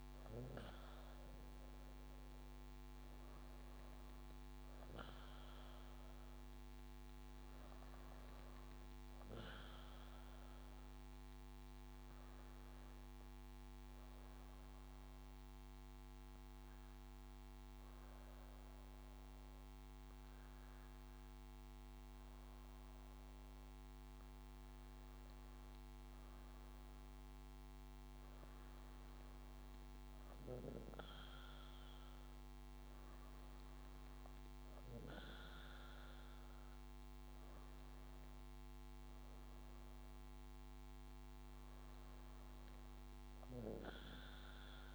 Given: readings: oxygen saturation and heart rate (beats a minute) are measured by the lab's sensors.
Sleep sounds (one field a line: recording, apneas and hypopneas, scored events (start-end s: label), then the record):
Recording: breathing in sleep, hard to hear, by a microphone on the trachea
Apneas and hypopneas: 1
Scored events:
3.50-7.50 s: arousal
11.50-26.00 s: obstructive apnea (oxygen 99% before, 97% lowest, heart rate 75 before, 51 extreme, up 6 after)
27.00-39.00 s: drop in pulse transit time (device-marked, heart rate 57 before, 51 extreme)
27.50-32.00 s: arousal
From the record:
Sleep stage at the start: N2 (light sleep)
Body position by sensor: on the back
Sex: female